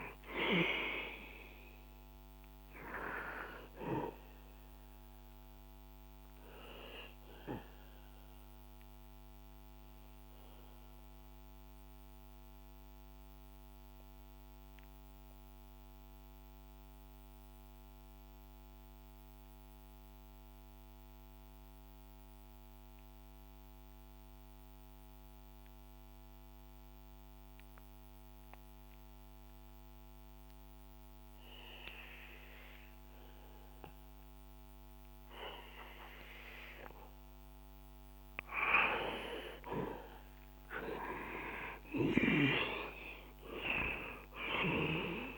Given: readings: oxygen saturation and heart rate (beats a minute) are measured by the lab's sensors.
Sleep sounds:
breathing in sleep by a microphone on the trachea; 1
0.00-22.00 s: oxygen desaturation (device-marked, oxygen 90% lowest, heart rate 61 extreme)
5.00-38.50 s: obstructive apnea (oxygen 96% before, 90% lowest, heart rate 68 before, 61 extreme, up 11 after)
34.00-45.38 s: oxygen desaturation (device-marked, oxygen 98% before, 90% lowest, heart rate 64 before, 64 extreme)
40.00-45.00 s: arousal
From the record:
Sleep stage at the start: N2 (light sleep); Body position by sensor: on the back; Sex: male

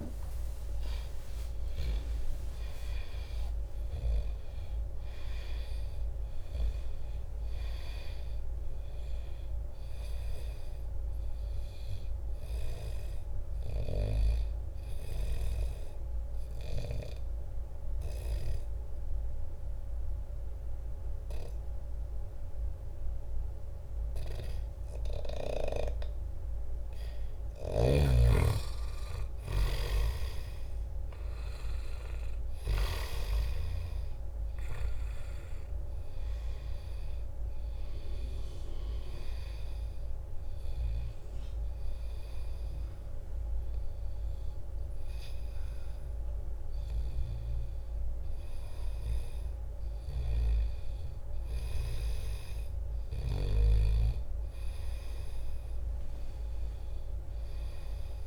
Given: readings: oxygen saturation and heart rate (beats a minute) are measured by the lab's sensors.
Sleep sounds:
breathing in sleep by a room microphone; 1
16.00-27.00 s: obstructive apnea (oxygen 96% before, 85% lowest, heart rate 98 before, 79 extreme, up 5 after)
26.00-49.00 s: oxygen desaturation (device-marked, oxygen 96% before, 85% lowest, heart rate 89 before, 82 extreme)
27.50-33.00 s: snoring (device-marked)
30.50-34.50 s: arousal
From the record:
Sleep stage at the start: N1 (lightest sleep); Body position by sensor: on the back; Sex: male

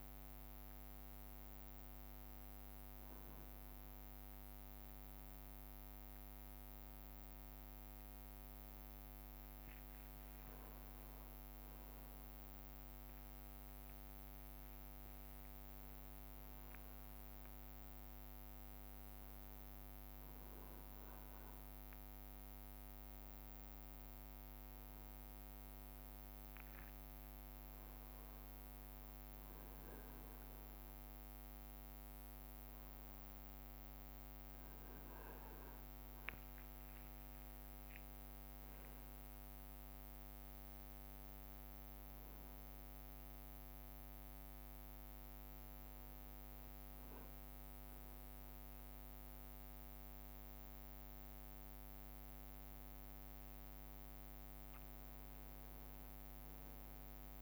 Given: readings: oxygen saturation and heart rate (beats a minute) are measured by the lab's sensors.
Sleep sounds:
a person awake in a sleep study, hard to hear, by a microphone on the trachea; none
0.00-3.00 s: leg movement (device-marked)
5.50-7.50 s: leg movement (device-marked)
10.00-13.50 s: leg movement (device-marked)
14.50-20.50 s: leg movement (device-marked)
23.00-28.50 s: leg movement (device-marked)
33.00-34.00 s: leg movement (device-marked)
36.50-45.00 s: leg movement (device-marked)
37.00-39.00 s: long interval between heartbeats (device-marked, heart rate 66 before, 75 extreme)
From the record:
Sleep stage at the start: awake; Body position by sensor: on the back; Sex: male

